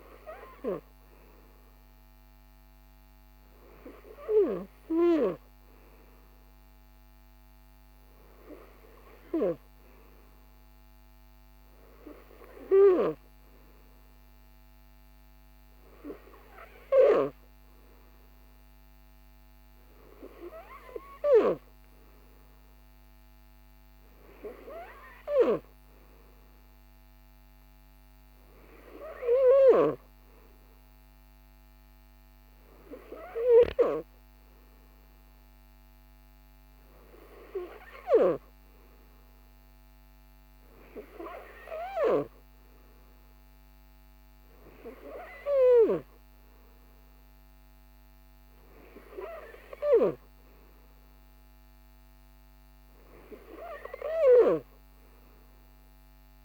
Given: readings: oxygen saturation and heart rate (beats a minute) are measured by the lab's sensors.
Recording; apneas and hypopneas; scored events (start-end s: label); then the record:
breathing in sleep by a microphone on the trachea; none
none scored
From the record:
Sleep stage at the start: N3 (deep sleep); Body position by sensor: on the right side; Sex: male